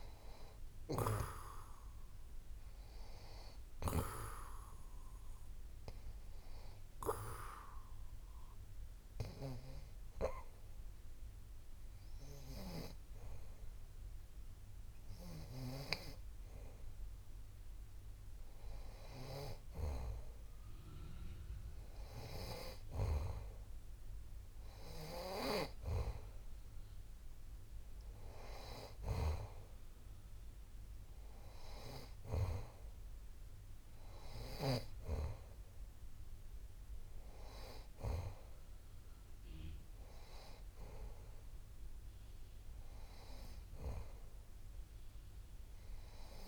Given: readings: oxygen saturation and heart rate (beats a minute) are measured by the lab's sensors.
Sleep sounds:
breathing in sleep by a room microphone; 1
8.00-19.00 s: hypopnea (oxygen 94% before, 90% lowest)
22.50-26.50 s: arousal
From the record:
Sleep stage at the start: N2 (light sleep); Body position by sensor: on the back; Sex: male

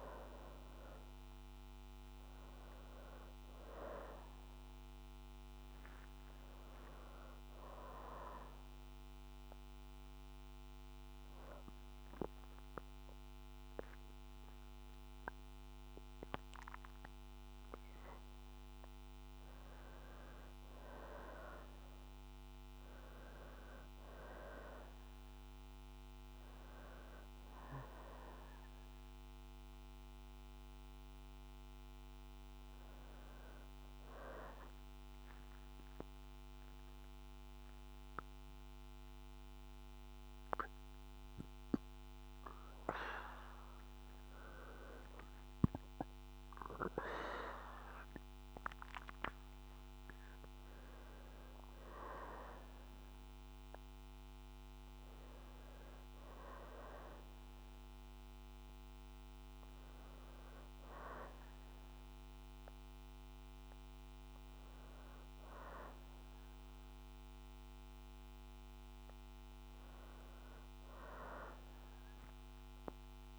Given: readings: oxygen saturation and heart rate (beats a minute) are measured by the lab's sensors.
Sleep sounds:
a person partly awake in a sleep study, by a microphone on the trachea; none
0.00-5.00 s: oxygen desaturation (device-marked, oxygen 97% before, 93% lowest, heart rate 123 before, 60 extreme)
20.00-73.39 s: new sleep stage, N2 (light sleep)
24.00-35.00 s: oxygen desaturation (device-marked, oxygen 96% before, 90% lowest, heart rate 61 before, 58 extreme)
44.00-48.00 s: arousal
52.00-70.00 s: oxygen desaturation (device-marked, oxygen 97% before, 91% lowest, heart rate 60 before, 59 extreme)
From the record:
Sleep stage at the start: awake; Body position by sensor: on the back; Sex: female

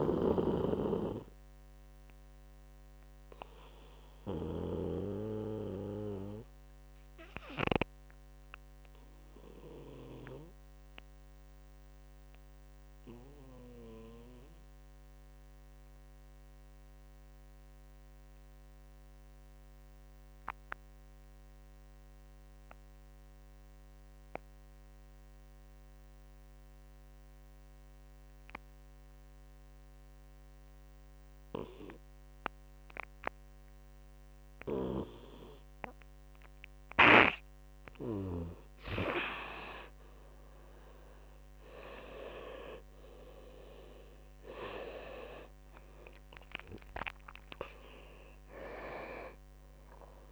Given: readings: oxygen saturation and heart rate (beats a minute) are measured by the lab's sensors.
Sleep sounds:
breathing in sleep by a microphone on the trachea; 1
0.00-4.00 s: snoring (device-marked)
0.00-4.50 s: oxygen desaturation (device-marked, oxygen 85% lowest)
1.00-36.50 s: obstructive apnea (oxygen 97% before, 85% lowest)
34.50-44.50 s: drop in pulse transit time (device-marked)
35.50-50.32 s: oxygen desaturation (device-marked, oxygen 97% before, 86% lowest)
42.50-47.00 s: arousal
From the record:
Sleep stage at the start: N2 (light sleep); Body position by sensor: on the right side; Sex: male

